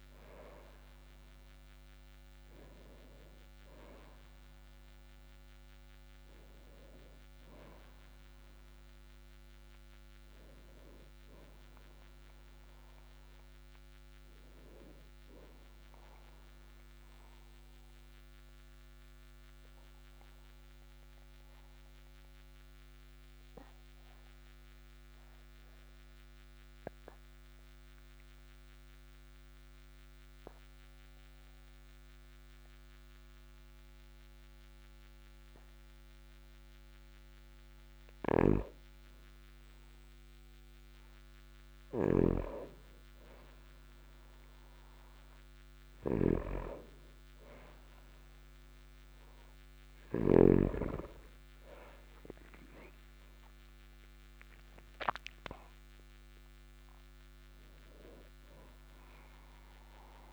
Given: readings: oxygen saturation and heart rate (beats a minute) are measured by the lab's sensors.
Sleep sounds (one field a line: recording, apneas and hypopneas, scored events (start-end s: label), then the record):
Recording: breathing in sleep by a microphone on the trachea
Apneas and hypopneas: 1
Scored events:
6.50-27.50 s: oxygen desaturation (device-marked, oxygen 97% before, 92% lowest, heart rate 52 before, 42 extreme)
16.50-37.50 s: obstructive apnea (oxygen 98% before, 92% lowest, heart rate 54 before, 42 extreme, up 2 after)
41.50-46.00 s: arousal
46.50-51.00 s: snoring (device-marked)
From the record:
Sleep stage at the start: N2 (light sleep)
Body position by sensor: on the back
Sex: male